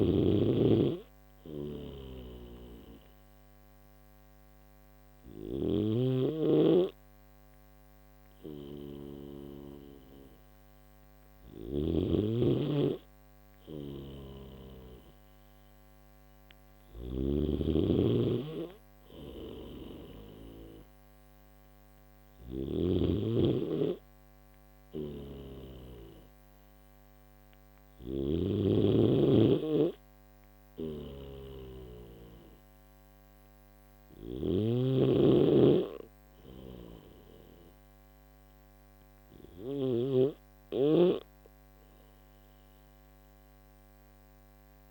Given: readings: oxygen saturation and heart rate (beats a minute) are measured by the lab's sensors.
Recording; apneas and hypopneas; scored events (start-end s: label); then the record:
breathing in sleep by a microphone on the trachea; none
1.00-11.50 s: snoring (device-marked)
16.00-19.50 s: snoring (device-marked)
21.50-28.00 s: snoring (device-marked)
30.00-44.91 s: snoring (device-marked)
From the record:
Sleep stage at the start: N1 (lightest sleep); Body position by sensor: on the back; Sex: male